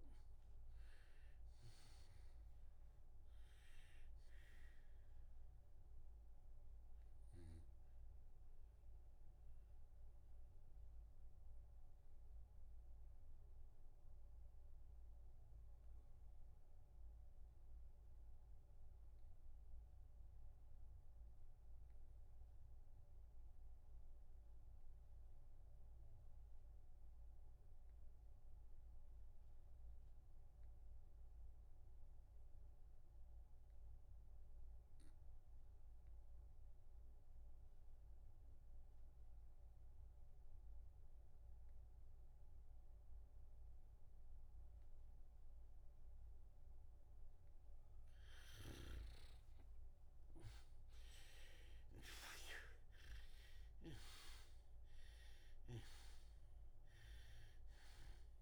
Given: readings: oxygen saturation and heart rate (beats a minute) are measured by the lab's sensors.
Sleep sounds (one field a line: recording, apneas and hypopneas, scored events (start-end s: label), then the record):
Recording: breathing in sleep by a room microphone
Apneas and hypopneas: 1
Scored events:
0.00-1.50 s: oxygen desaturation (device-marked, oxygen 87% lowest, heart rate 55 extreme)
6.50-22.50 s: oxygen desaturation (device-marked, oxygen 91% before, 78% lowest, heart rate 63 before, 64 extreme)
9.00-46.50 s: obstructive apnea (oxygen 93% before, 78% lowest, heart rate 65 before, 64 extreme, up 3 after)
41.50-58.42 s: oxygen desaturation (device-marked, oxygen 98% before, 78% lowest, heart rate 67 before, 61 extreme)
48.00-53.50 s: arousal
From the record:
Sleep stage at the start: REM sleep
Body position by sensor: on the back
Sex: male